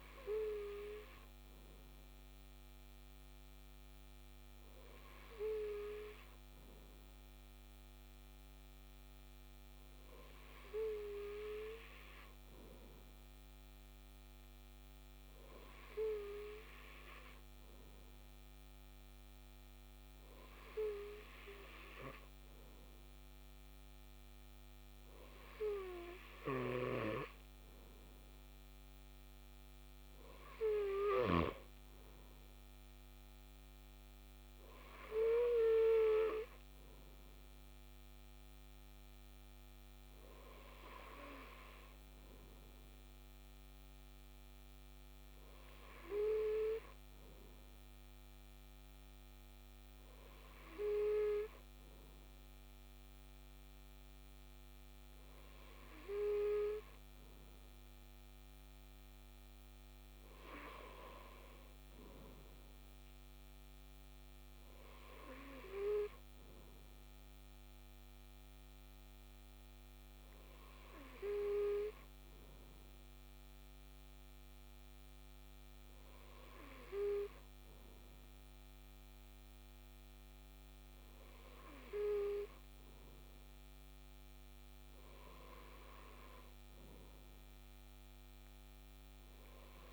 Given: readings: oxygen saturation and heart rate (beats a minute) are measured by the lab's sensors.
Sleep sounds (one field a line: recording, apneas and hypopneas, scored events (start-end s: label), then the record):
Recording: breathing in sleep by a microphone on the trachea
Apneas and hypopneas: none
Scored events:
none scored
From the record:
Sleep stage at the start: N2 (light sleep)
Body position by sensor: on the left side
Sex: male